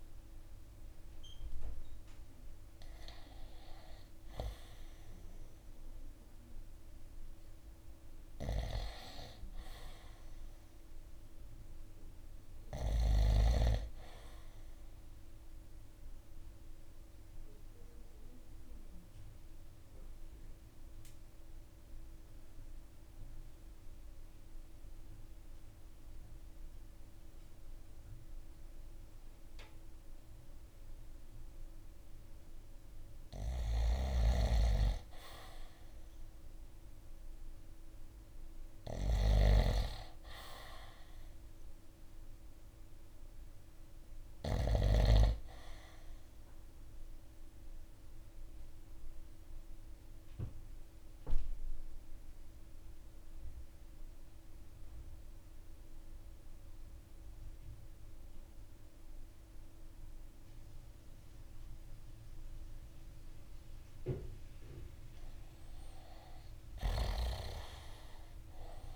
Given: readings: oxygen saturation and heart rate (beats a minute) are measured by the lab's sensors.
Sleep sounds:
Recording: breathing in sleep by a room microphone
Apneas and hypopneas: 2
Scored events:
9.00-12.50 s: arousal
12.00-68.96 s: new sleep stage, REM sleep
15.50-33.00 s: obstructive apnea (oxygen 96% before, 88% lowest, heart rate 56 before, 51 extreme, up 5 after)
33.50-44.00 s: snoring (device-marked)
35.50-37.50 s: arousal
46.00-64.00 s: mixed apnea (oxygen 96% before, 88% lowest, heart rate 54 before, 50 extreme, up 11 after)
66.00-68.96 s: arousal
66.00-68.96 s: oxygen desaturation (device-marked, oxygen 95% before, 88% lowest, heart rate 53 before, 53 extreme)
From the record:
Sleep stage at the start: N2 (light sleep)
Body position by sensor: on the right side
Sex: male

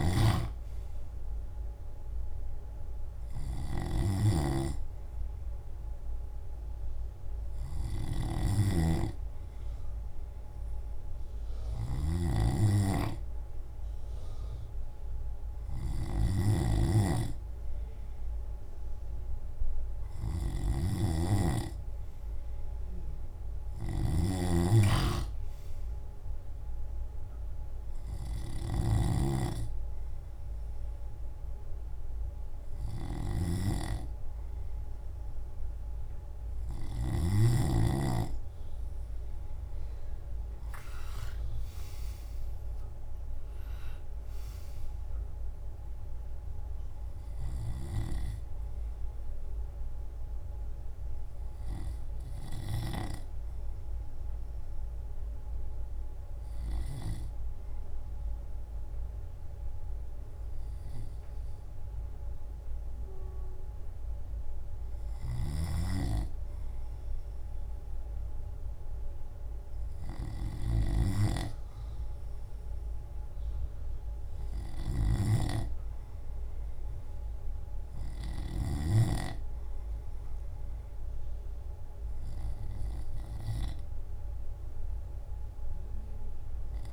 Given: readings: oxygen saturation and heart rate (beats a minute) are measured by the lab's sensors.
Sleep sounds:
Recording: breathing in sleep by a room microphone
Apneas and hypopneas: 1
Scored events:
0.00-7.00 s: drop in pulse transit time (device-marked, heart rate 55 extreme)
40.00-44.00 s: arousal
43.00-53.00 s: drop in pulse transit time (device-marked, heart rate 58 before, 53 extreme)
52.00-65.00 s: obstructive apnea (oxygen 96% before, 95% lowest, heart rate 59 before, 55 extreme, up 4 after)
68.50-72.00 s: arousal
72.00-82.00 s: drop in pulse transit time (device-marked, heart rate 55 before, 56 extreme)
From the record:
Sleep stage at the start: N2 (light sleep)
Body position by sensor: on the left side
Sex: male

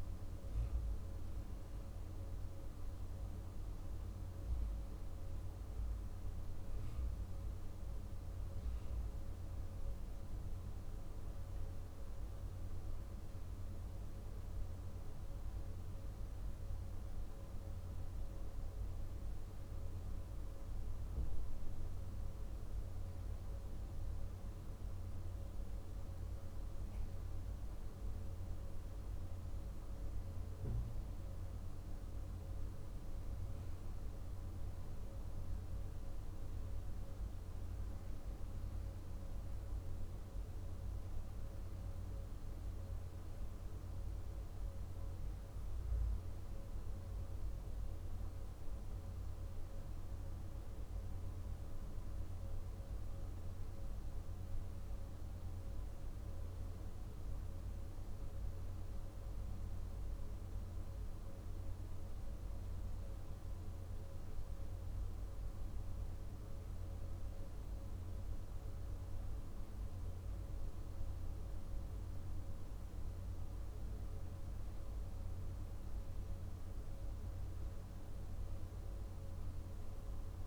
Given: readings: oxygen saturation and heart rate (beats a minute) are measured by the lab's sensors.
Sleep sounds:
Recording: breathing in sleep, hard to hear, by a room microphone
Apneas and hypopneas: none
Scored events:
none scored
From the record:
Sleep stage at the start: N2 (light sleep)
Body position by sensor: on the back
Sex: male

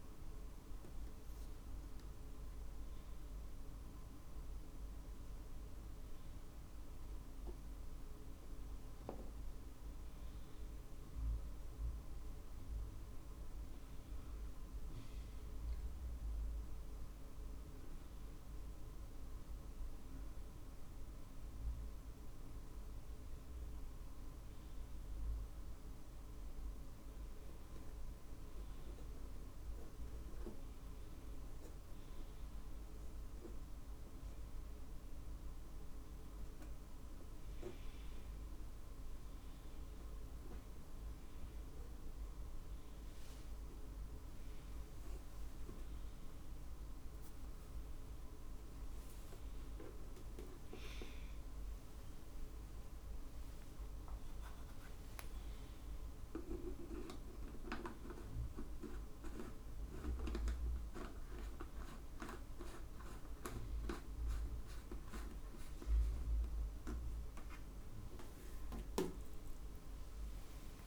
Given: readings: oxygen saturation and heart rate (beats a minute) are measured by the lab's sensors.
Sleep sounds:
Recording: a person awake in a sleep study, by a room microphone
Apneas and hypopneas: none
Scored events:
48.50-50.50 s: long interval between heartbeats (device-marked, heart rate 58 before, 68 extreme)
52.50-54.50 s: long interval between heartbeats (device-marked, heart rate 60 before, 90 extreme)
From the record:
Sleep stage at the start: awake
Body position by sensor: on the right side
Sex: male

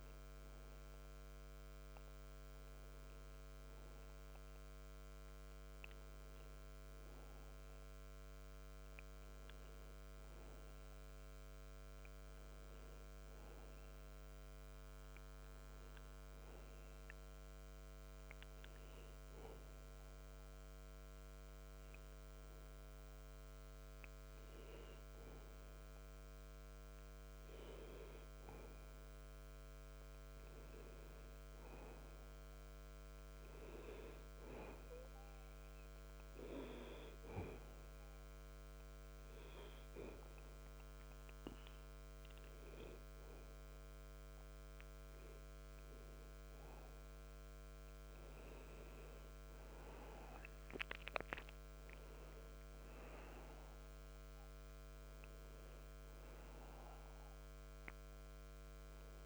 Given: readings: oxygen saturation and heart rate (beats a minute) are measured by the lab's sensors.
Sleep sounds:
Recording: breathing in sleep by a microphone on the trachea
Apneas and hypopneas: 1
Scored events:
35.50-45.50 s: hypopnea (oxygen 95% before, 92% lowest, heart rate 73 before, 83 extreme, up 23 after)
48.00-52.00 s: arousal
From the record:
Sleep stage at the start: N2 (light sleep)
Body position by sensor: on the back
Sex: male

